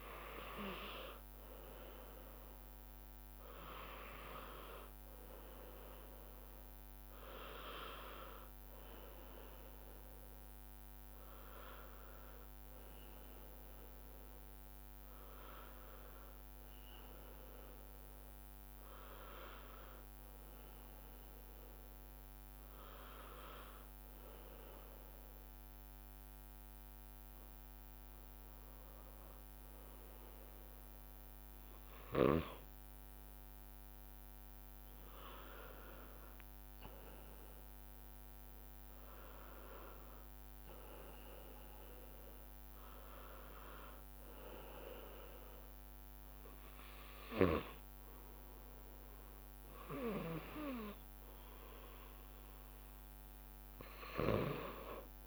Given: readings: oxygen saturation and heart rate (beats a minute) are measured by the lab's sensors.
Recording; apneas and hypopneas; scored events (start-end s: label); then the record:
breathing in sleep by a microphone on the trachea; none
36.00-38.00 s: bradycardia (device-marked)
From the record:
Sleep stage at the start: N2 (light sleep); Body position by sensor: on the left side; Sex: male